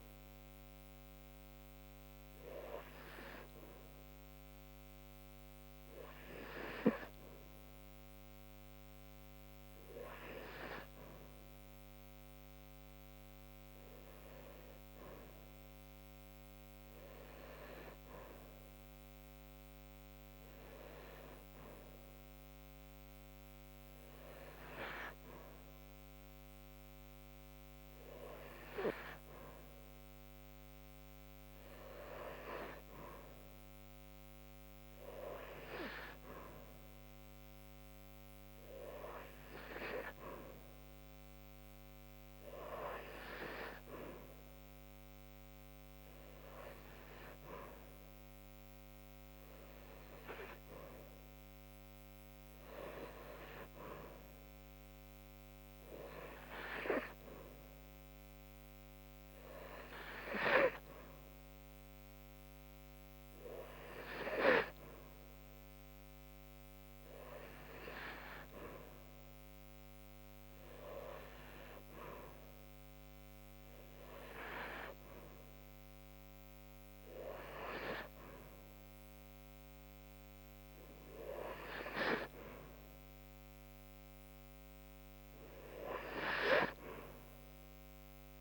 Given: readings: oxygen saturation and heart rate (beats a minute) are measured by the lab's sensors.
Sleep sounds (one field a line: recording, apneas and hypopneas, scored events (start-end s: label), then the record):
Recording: breathing in sleep by a microphone on the trachea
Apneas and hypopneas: none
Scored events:
34.50-58.50 s: oxygen desaturation (device-marked, oxygen 97% before, 90% lowest, heart rate 76 before, 77 extreme)
From the record:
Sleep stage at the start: N2 (light sleep)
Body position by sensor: on the right side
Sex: female